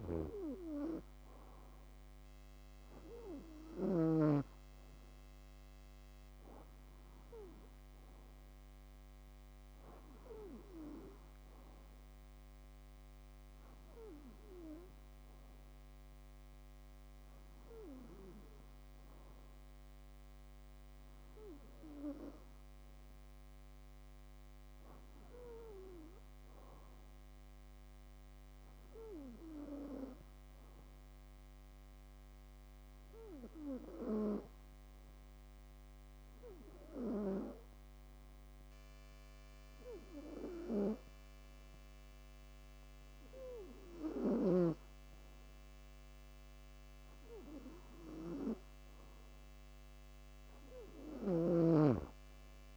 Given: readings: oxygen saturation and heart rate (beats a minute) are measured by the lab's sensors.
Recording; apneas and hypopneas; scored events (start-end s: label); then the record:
breathing in sleep by a microphone on the trachea; none
33.50-38.50 s: arousal
From the record:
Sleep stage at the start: N2 (light sleep); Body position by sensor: on the back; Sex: female